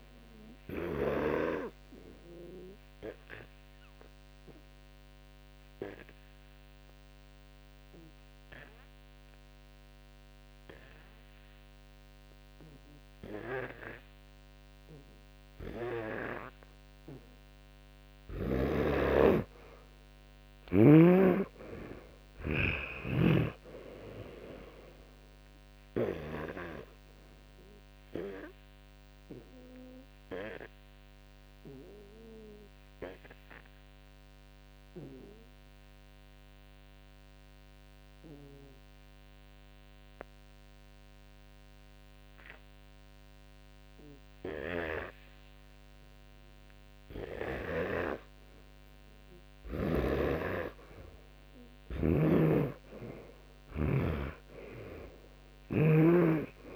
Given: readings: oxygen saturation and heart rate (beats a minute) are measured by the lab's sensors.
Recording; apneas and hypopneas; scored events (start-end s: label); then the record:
breathing in sleep by a microphone on the trachea; 2
0.00-17.00 s: oxygen desaturation (device-marked, oxygen 98% before, 91% lowest, heart rate 61 before, 55 extreme)
6.50-16.50 s: obstructive apnea (oxygen 98% before, 91% lowest, heart rate 65 before, 55 extreme, up 21 after)
19.00-24.00 s: arousal
35.00-46.00 s: obstructive apnea (oxygen 97% before, 88% lowest, heart rate 64 before, 55 extreme, up 5 after)
48.50-55.00 s: arousal
52.00-56.00 s: snoring (device-marked)
From the record:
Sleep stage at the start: N2 (light sleep); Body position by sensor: on the back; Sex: male